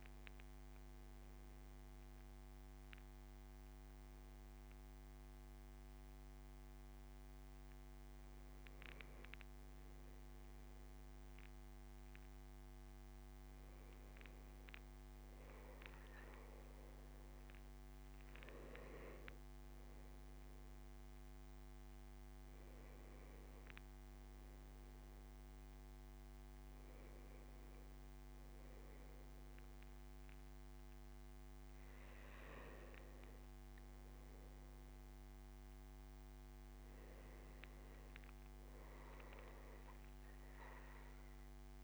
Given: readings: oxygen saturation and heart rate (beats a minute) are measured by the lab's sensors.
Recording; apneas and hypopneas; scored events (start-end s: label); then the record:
breathing in sleep, hard to hear, by a microphone on the trachea; none
34.00-38.00 s: arousal
From the record:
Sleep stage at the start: N2 (light sleep); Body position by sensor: on the back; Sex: male